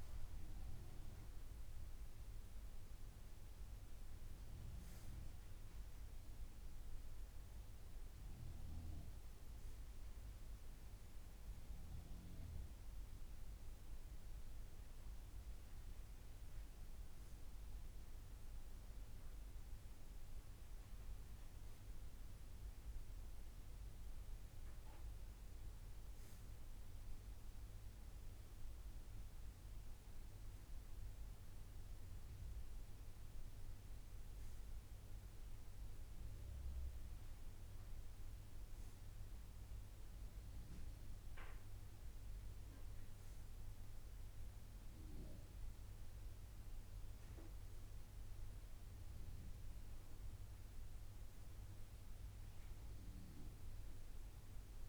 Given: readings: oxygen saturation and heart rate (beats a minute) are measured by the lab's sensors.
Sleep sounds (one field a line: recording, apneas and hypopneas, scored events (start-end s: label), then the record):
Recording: breathing in sleep, hard to hear, by a room microphone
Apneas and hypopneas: none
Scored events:
35.50-54.89 s: new sleep stage, N2 (light sleep)
From the record:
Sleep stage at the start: N3 (deep sleep)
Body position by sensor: on the right side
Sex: male